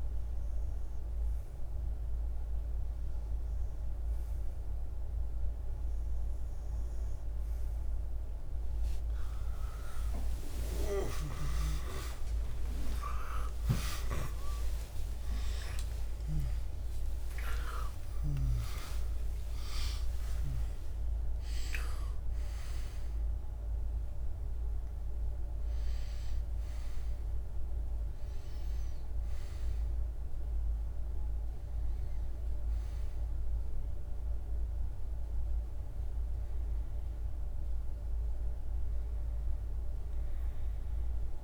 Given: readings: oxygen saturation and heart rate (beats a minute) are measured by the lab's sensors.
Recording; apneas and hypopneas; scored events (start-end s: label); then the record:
a person awake in a sleep study, by a room microphone; none
1.50-31.50 s: new sleep stage, awake
31.50-41.44 s: new sleep stage, REM sleep
From the record:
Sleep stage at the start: REM sleep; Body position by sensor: on the back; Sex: male